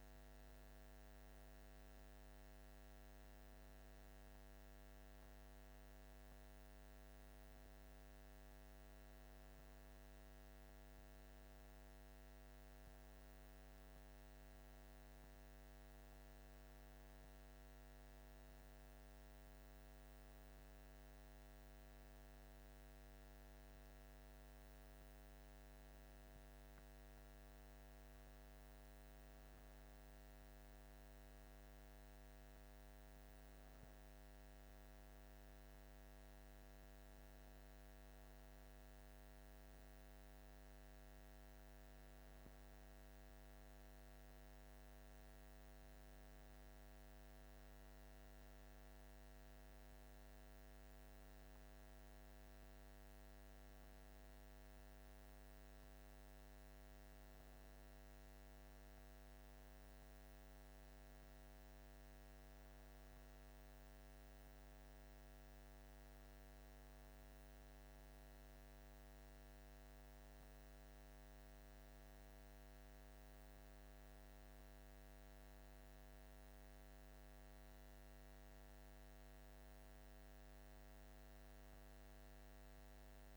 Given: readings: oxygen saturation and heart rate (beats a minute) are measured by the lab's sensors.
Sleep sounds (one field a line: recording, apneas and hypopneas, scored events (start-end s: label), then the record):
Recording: breathing in sleep, hard to hear, by a microphone on the trachea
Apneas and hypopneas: none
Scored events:
36.50-40.00 s: arousal
From the record:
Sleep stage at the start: N1 (lightest sleep)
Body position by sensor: on the back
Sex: male